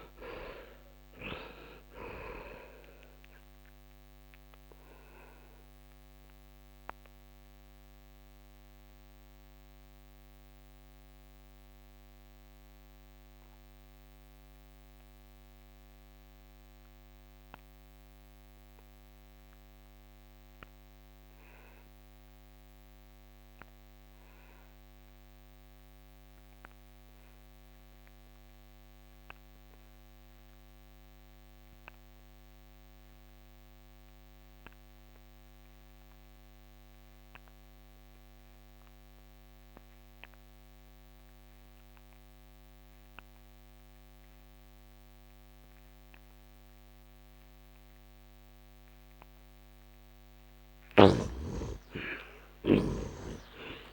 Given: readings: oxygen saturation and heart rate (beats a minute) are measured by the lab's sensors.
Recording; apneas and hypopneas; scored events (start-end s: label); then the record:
breathing in sleep by a microphone on the trachea; 1
0.00-21.50 s: oxygen desaturation (device-marked, oxygen 52% lowest, heart rate 63 extreme)
6.50-46.50 s: obstructive apnea (oxygen 88% before, 51% lowest, heart rate 83 before, 63 extreme, up 9 after)
23.50-36.50 s: oxygen desaturation (device-marked, oxygen 97% before, 79% lowest, heart rate 71 before, 67 extreme)
38.50-53.93 s: oxygen desaturation (device-marked, oxygen 83% before, 57% lowest, heart rate 67 before, 63 extreme)
50.50-53.93 s: snoring (device-marked)
51.50-53.93 s: arousal
From the record:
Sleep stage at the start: N2 (light sleep); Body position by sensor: on the back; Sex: male